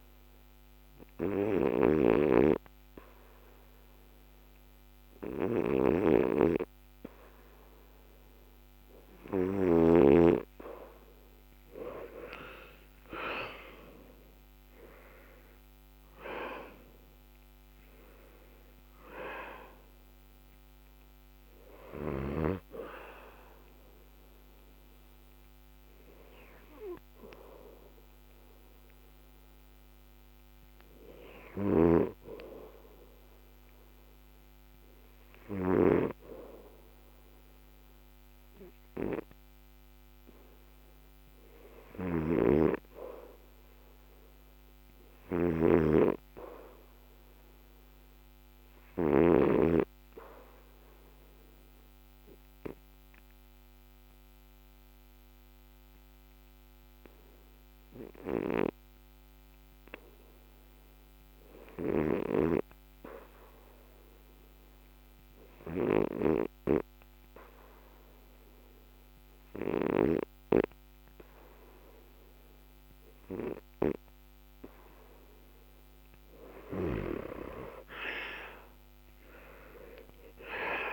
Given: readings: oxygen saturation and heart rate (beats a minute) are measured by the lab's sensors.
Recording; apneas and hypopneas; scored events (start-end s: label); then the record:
breathing in sleep by a microphone on the trachea; 1
2.50-29.50 s: oxygen desaturation (device-marked, oxygen 86% before, 72% lowest, heart rate 58 before, 62 extreme)
2.50-80.93 s: new sleep stage, N2 (light sleep)
12.00-17.50 s: arousal
41.50-49.00 s: snoring (device-marked)
49.00-76.00 s: hypopnea (oxygen 99% before, 79% lowest, heart rate 73 before, 61 extreme, up 24 after)
52.50-63.50 s: oxygen desaturation (device-marked, oxygen 96% before, 86% lowest, heart rate 70 before, 61 extreme)
69.50-80.93 s: oxygen desaturation (device-marked, oxygen 89% before, 79% lowest, heart rate 64 before, 63 extreme)
77.50-80.93 s: arousal
From the record:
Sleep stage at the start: REM sleep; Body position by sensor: on the back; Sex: male